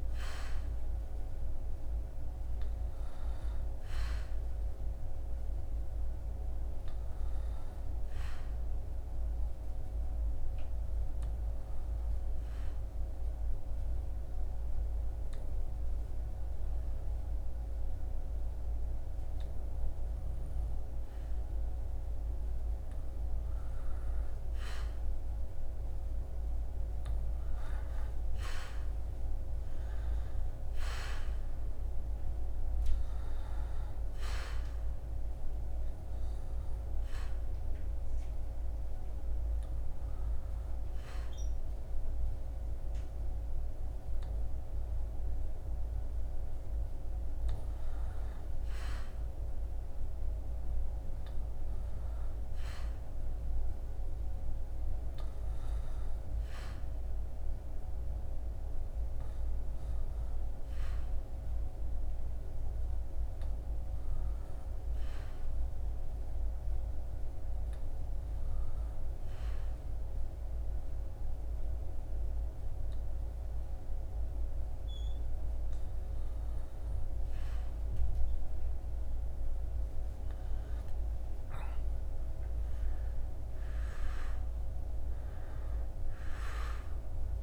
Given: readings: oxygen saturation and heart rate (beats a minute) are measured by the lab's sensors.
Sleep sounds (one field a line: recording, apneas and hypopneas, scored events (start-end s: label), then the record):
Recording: breathing in sleep, hard to hear, by a room microphone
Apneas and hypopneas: 3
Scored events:
0.00-1.50 s: arousal
11.00-22.50 s: obstructive apnea (oxygen 99% before, 95% lowest, heart rate 74 before, 65 extreme, up 7 after)
26.00-30.00 s: arousal
36.00-47.50 s: hypopnea (oxygen 99% before, 95% lowest, heart rate 73 before, 66 extreme, up 15 after)
50.00-54.00 s: arousal
57.00-74.50 s: hypopnea (oxygen 98% before, 95% lowest, heart rate 71 before, 66 extreme, up 3 after)
80.50-86.50 s: arousal
From the record:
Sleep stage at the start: N2 (light sleep)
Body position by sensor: on the back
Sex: male